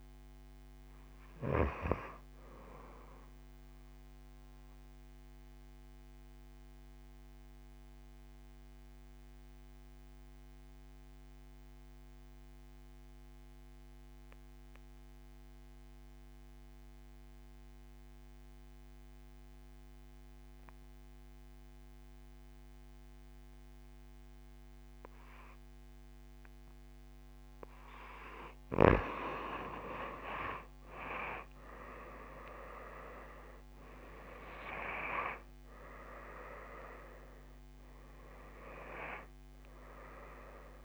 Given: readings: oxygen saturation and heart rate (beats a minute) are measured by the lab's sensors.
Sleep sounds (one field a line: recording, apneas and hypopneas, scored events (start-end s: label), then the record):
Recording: breathing in sleep by a microphone on the trachea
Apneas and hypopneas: 1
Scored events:
0.00-8.00 s: oxygen desaturation (device-marked, oxygen 86% lowest)
4.50-25.50 s: obstructive apnea (oxygen 95% before, 86% lowest)
28.00-40.85 s: oxygen desaturation (device-marked, oxygen 97% before, 87% lowest)
30.00-34.50 s: arousal
From the record:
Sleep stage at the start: N2 (light sleep)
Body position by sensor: on the right side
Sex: female